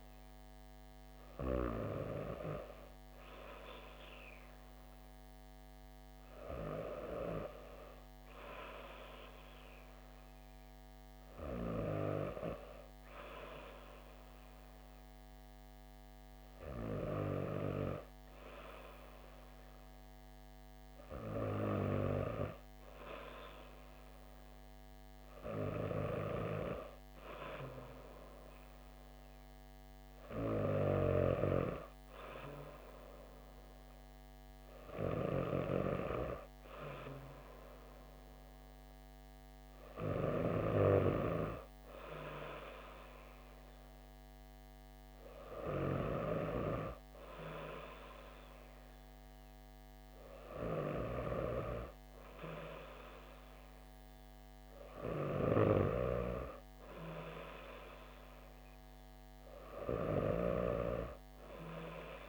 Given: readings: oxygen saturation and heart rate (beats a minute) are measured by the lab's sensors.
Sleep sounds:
breathing in sleep by a microphone on the trachea; none
none scored
From the record:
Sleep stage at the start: N2 (light sleep); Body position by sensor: on the back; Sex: female

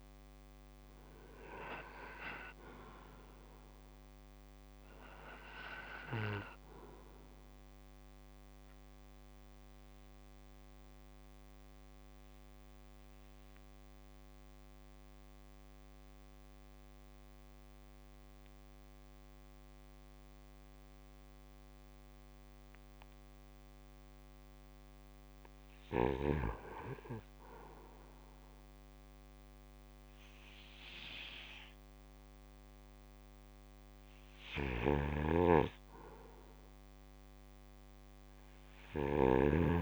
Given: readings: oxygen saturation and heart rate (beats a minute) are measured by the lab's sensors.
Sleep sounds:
breathing in sleep by a microphone on the trachea; 1
0.00-15.50 s: oxygen desaturation (device-marked, oxygen 80% lowest, heart rate 65 extreme)
7.50-26.00 s: obstructive apnea (oxygen 92% before, 80% lowest, heart rate 68 before, 65 extreme, up 3 after)
28.50-32.00 s: arousal
34.00-39.82 s: snoring (device-marked)
34.50-39.82 s: oxygen desaturation (device-marked, oxygen 97% before, 89% lowest, heart rate 67 before, 65 extreme)
From the record:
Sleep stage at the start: N2 (light sleep); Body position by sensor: on the back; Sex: male

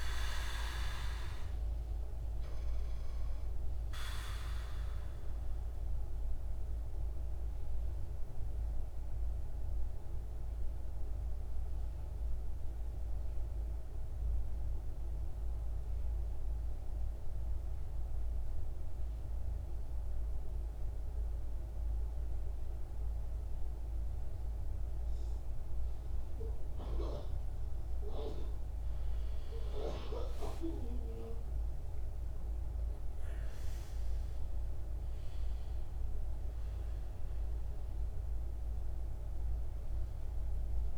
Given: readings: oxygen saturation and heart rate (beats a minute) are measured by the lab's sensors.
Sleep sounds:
breathing in sleep by a room microphone; 1
0.00-21.00 s: oxygen desaturation (device-marked, oxygen 78% lowest, heart rate 53 extreme)
5.50-27.50 s: central apnea (oxygen 99% before, 78% lowest, heart rate 62 before, 50 extreme, up 15 after)
29.00-33.50 s: arousal
30.00-40.98 s: oxygen desaturation (device-marked, oxygen 100% before, 87% lowest, heart rate 55 before, 50 extreme)
From the record:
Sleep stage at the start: N2 (light sleep); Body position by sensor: on the back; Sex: male

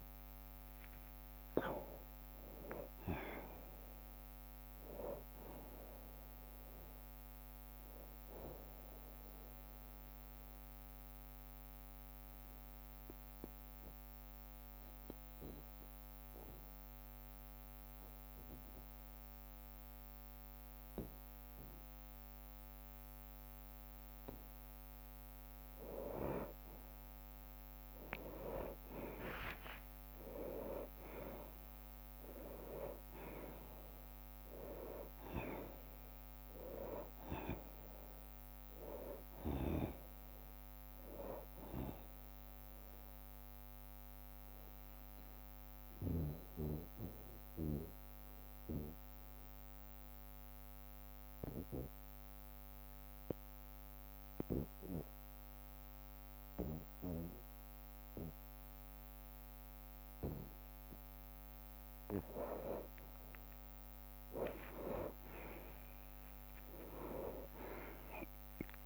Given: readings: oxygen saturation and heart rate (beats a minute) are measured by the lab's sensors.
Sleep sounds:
breathing in sleep by a microphone on the trachea; 2
0.00-2.50 s: tachycardia (device-marked, heart rate 140 extreme)
0.00-4.50 s: drop in pulse transit time (device-marked, heart rate 54 extreme)
0.00-20.50 s: oxygen desaturation (device-marked, oxygen 89% lowest, heart rate 47 extreme)
1.00-3.00 s: long interval between heartbeats (device-marked, heart rate 71 before, 132 extreme)
4.50-9.50 s: bradycardia (device-marked, heart rate 73 before, 54 extreme)
9.50-23.50 s: obstructive apnea (oxygen 97% before, 89% lowest, heart rate 92 before, 47 extreme)
13.50-29.50 s: bradycardia (device-marked, heart rate 73 before, 47 extreme)
25.50-30.00 s: arousal
30.50-40.50 s: drop in pulse transit time (device-marked, heart rate 56 before, 54 extreme)
33.00-35.00 s: long interval between heartbeats (device-marked, heart rate 56 before, 65 extreme)
37.50-56.50 s: oxygen desaturation (device-marked, oxygen 97% before, 92% lowest, heart rate 57 before, 57 extreme)
38.50-40.50 s: bradycardia (device-marked, heart rate 73 before, 59 extreme)
41.50-45.50 s: bradycardia (device-marked, heart rate 73 before, 56 extreme)
42.50-61.50 s: mixed apnea (oxygen 98% before, 91% lowest, heart rate 57 before, 57 extreme, up 4 after)
47.50-62.50 s: bradycardia (device-marked, heart rate 73 before, 57 extreme)
64.00-68.50 s: arousal
65.50-68.86 s: drop in pulse transit time (device-marked, heart rate 58 before, 57 extreme)
65.50-68.86 s: oxygen desaturation (device-marked, oxygen 98% before, 91% lowest, heart rate 58 before, 52 extreme)
From the record:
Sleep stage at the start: N2 (light sleep); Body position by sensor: on the back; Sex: male

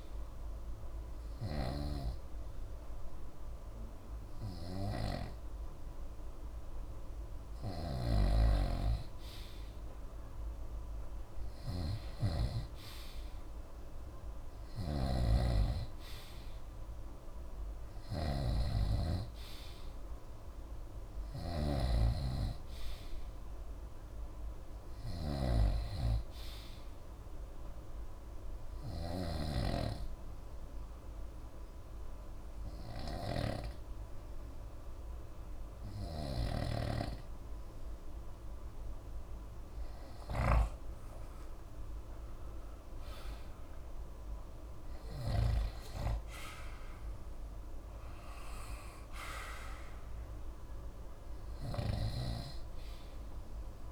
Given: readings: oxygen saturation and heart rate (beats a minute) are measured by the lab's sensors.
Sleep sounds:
breathing in sleep by a room microphone; 1
1.50-5.50 s: snoring (device-marked)
7.50-45.50 s: snoring (device-marked)
28.00-40.50 s: hypopnea (oxygen 94% before, 91% lowest, heart rate 65 before, 63 extreme, up 31 after)
41.50-46.00 s: arousal
52.00-53.92 s: snoring (device-marked)
From the record:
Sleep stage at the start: N2 (light sleep); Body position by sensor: on the right side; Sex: male

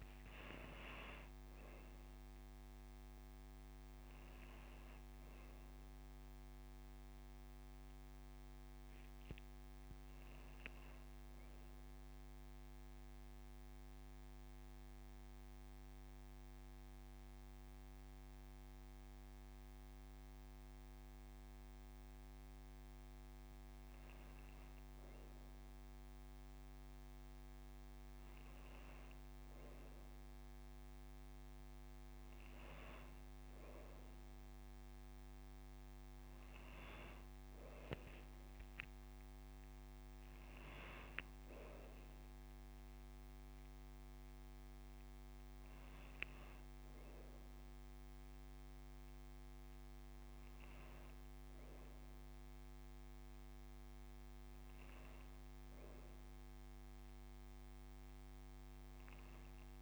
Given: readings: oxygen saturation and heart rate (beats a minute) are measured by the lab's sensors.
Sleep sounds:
breathing in sleep, hard to hear, by a microphone on the trachea; none
none scored
From the record:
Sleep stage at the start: N2 (light sleep); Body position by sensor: on the right side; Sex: female

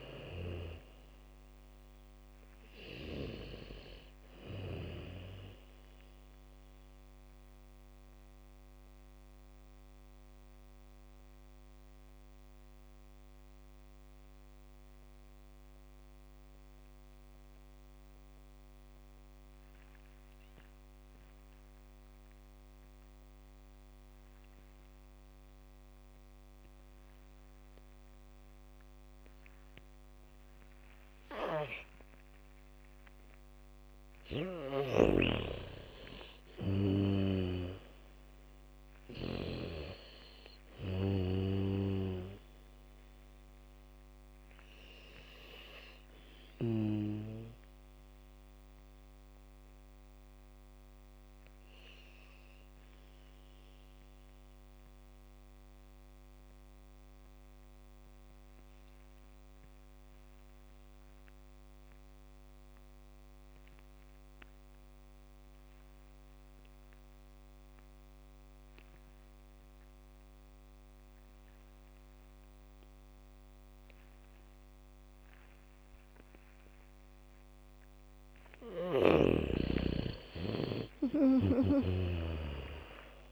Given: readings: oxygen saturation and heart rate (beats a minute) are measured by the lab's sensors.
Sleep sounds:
breathing in sleep by a microphone on the trachea; 2
0.00-16.50 s: oxygen desaturation (device-marked, oxygen 84% lowest, heart rate 54 extreme)
7.50-34.50 s: mixed apnea (oxygen 98% before, 84% lowest, heart rate 71 before, 54 extreme, up 5 after)
27.50-56.50 s: oxygen desaturation (device-marked, oxygen 99% before, 84% lowest, heart rate 78 before, 54 extreme)
33.50-36.50 s: bradycardia (device-marked, heart rate 73 before, 63 extreme)
36.50-41.50 s: arousal
49.00-78.50 s: mixed apnea (oxygen 99% before, 83% lowest, heart rate 70 before, 40 extreme)
71.50-83.32 s: oxygen desaturation (device-marked, oxygen 99% before, 83% lowest, heart rate 76 before, 40 extreme)
75.50-83.32 s: bradycardia (device-marked, heart rate 74 before, 40 extreme)
79.00-83.32 s: snoring (device-marked)
80.00-83.32 s: arousal
From the record:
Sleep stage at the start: N2 (light sleep); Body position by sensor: on the back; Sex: female

